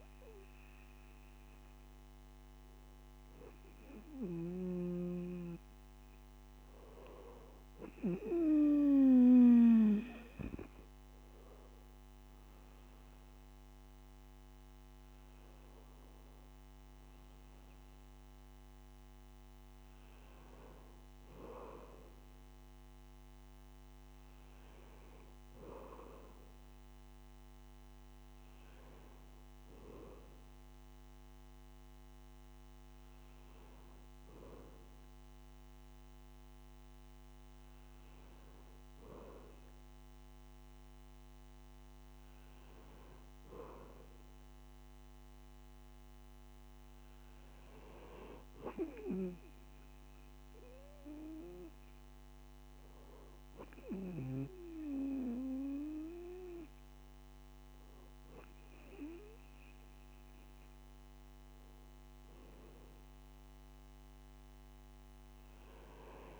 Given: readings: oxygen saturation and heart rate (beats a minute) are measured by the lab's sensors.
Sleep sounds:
breathing in sleep by a microphone on the trachea; none
none scored
From the record:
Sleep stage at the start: N2 (light sleep); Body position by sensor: on the right side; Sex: male

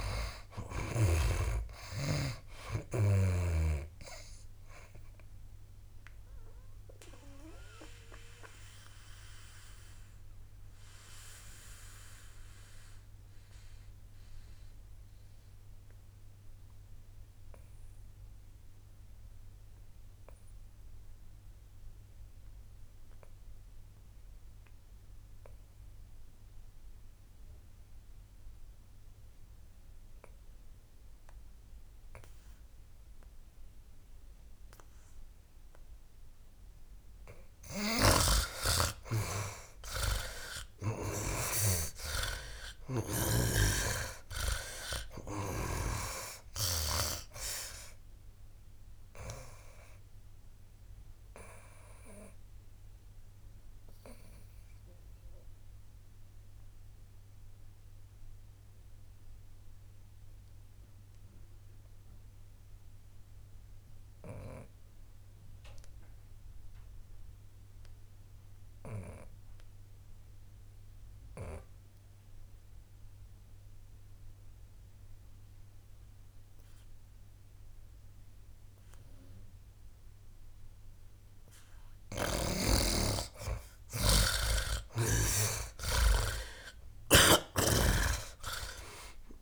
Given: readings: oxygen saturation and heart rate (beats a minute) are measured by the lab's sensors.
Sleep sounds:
breathing in sleep by a room microphone; 2
0.00-2.50 s: snoring (device-marked)
0.00-28.50 s: oxygen desaturation (device-marked, oxygen 78% lowest, heart rate 68 extreme)
5.50-37.50 s: mixed apnea (oxygen 97% before, 77% lowest, heart rate 74 before, 68 extreme, up 10 after)
32.50-70.50 s: oxygen desaturation (device-marked, oxygen 98% before, 77% lowest, heart rate 72 before, 66 extreme)
37.50-41.50 s: snoring (device-marked)
40.00-45.00 s: arousal
43.50-47.00 s: snoring (device-marked)
51.00-82.50 s: obstructive apnea (oxygen 98% before, 73% lowest, heart rate 74 before, 66 extreme, up 12 after)
81.50-89.42 s: oxygen desaturation (device-marked, oxygen 97% before, 73% lowest, heart rate 71 before, 66 extreme)
86.50-89.42 s: arousal
From the record:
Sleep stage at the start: N2 (light sleep); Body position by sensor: on the back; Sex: male

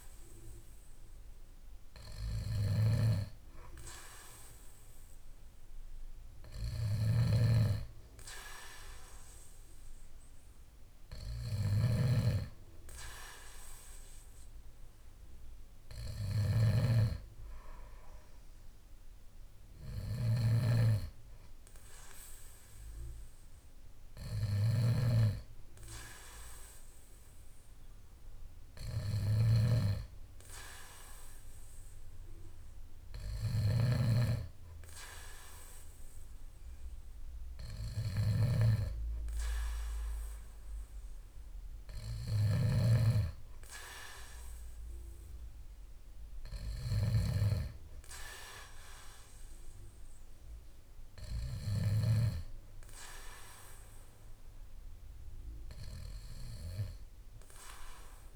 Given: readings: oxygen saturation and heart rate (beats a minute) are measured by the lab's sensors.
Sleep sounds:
breathing in sleep by a room microphone; none
0.00-51.50 s: snoring (device-marked)
From the record:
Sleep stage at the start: N2 (light sleep); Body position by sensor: on the back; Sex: male

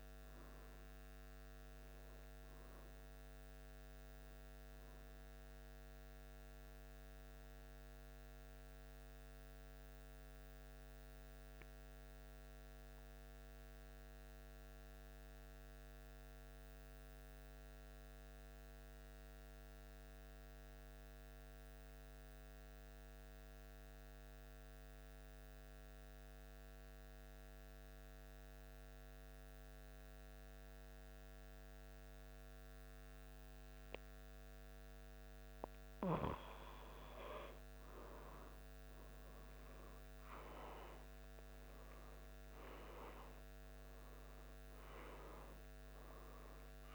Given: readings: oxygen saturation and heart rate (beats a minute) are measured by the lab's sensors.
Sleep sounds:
breathing in sleep by a microphone on the trachea; 1
0.00-33.50 s: oxygen desaturation (device-marked, oxygen 91% lowest, heart rate 74 extreme)
8.00-35.00 s: central apnea (oxygen 98% before, 91% lowest, heart rate 75 before, 74 extreme, up 2 after)
38.00-43.00 s: arousal
45.50-46.95 s: oxygen desaturation (device-marked, oxygen 96% before, 93% lowest, heart rate 76 before, 74 extreme)
From the record:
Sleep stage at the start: N1 (lightest sleep); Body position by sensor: on the back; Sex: male

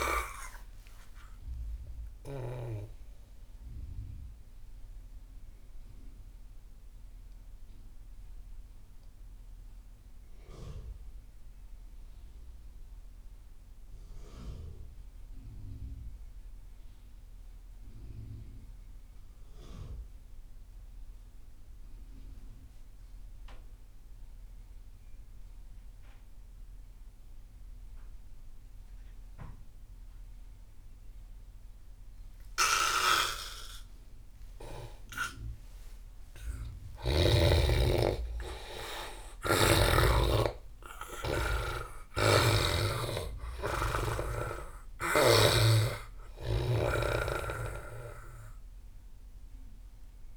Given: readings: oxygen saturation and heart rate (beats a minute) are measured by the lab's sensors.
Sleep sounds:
breathing in sleep by a room microphone; 1
0.00-15.50 s: oxygen desaturation (device-marked, oxygen 76% lowest)
2.00-35.00 s: mixed apnea (oxygen 98% before, 76% lowest)
30.50-50.36 s: oxygen desaturation (device-marked, oxygen 98% before, 79% lowest)
36.00-39.50 s: arousal
41.50-45.00 s: snoring (device-marked)
From the record:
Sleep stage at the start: N2 (light sleep); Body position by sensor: on the back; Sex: male

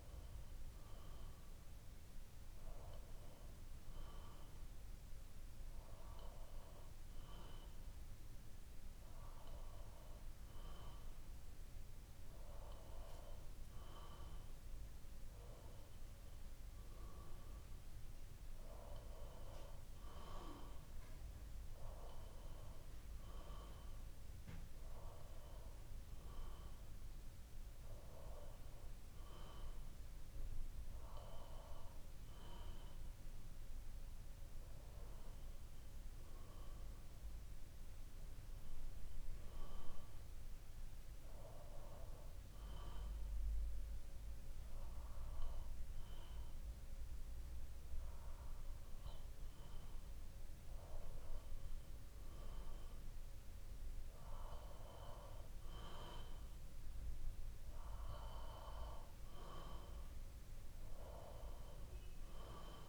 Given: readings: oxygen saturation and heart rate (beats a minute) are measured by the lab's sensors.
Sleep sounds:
breathing in sleep by a room microphone; none
61.00-62.89 s: arousal
From the record:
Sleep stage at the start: N2 (light sleep); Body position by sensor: on the back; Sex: male

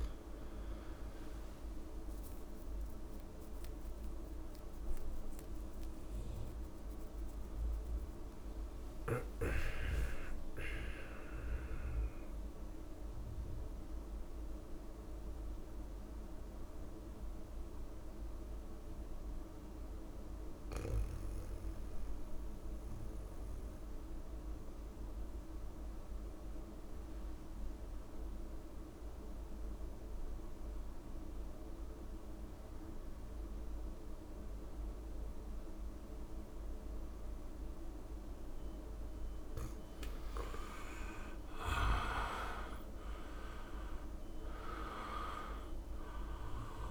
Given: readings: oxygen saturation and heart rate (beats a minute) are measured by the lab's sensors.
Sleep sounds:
breathing in sleep by a room microphone; 1
0.00-14.50 s: oxygen desaturation (device-marked, oxygen 86% lowest)
12.50-39.00 s: mixed apnea (oxygen 96% before, 86% lowest)
30.00-32.00 s: long interval between heartbeats (device-marked)
32.50-46.91 s: oxygen desaturation (device-marked, oxygen 99% before, 86% lowest)
39.50-41.50 s: long interval between heartbeats (device-marked)
40.50-44.50 s: arousal
From the record:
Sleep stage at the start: N2 (light sleep); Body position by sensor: on the back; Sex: male

